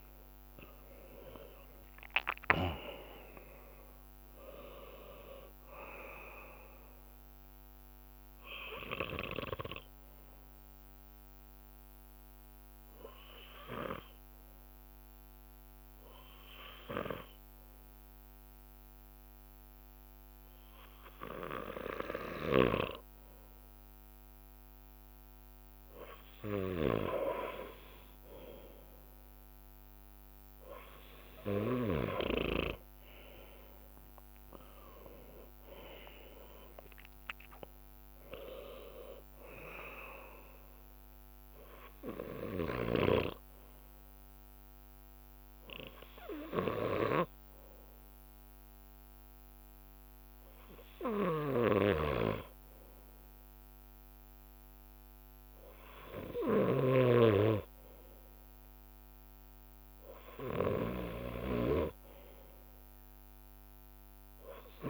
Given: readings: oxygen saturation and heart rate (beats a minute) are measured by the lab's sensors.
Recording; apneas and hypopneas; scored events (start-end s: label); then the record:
breathing in sleep by a microphone on the trachea; 2
0.00-2.50 s: arousal
0.00-2.50 s: drop in pulse transit time (device-marked, heart rate 55 extreme)
0.00-6.00 s: leg movement (device-marked)
7.50-29.50 s: bradycardia (device-marked, heart rate 62 before, 56 extreme)
10.50-23.50 s: hypopnea (oxygen 98% before, 95% lowest, heart rate 61 before, 56 extreme, up 2 after)
16.50-35.50 s: drop in pulse transit time (device-marked, heart rate 61 before, 56 extreme)
32.00-36.50 s: leg movement (device-marked)
33.00-35.00 s: long interval between heartbeats (device-marked, heart rate 57 before, 68 extreme)
34.00-38.00 s: arousal
42.50-53.50 s: hypopnea (oxygen 98% before, 95% lowest, heart rate 63 before, 57 extreme, up 2 after)
42.50-64.90 s: bradycardia (device-marked, heart rate 62 before, 57 extreme)
50.50-64.90 s: drop in pulse transit time (device-marked, heart rate 64 before, 57 extreme)
54.50-62.50 s: leg movement (device-marked)
55.50-60.00 s: arousal
From the record:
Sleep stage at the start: N2 (light sleep); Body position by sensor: on the left side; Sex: male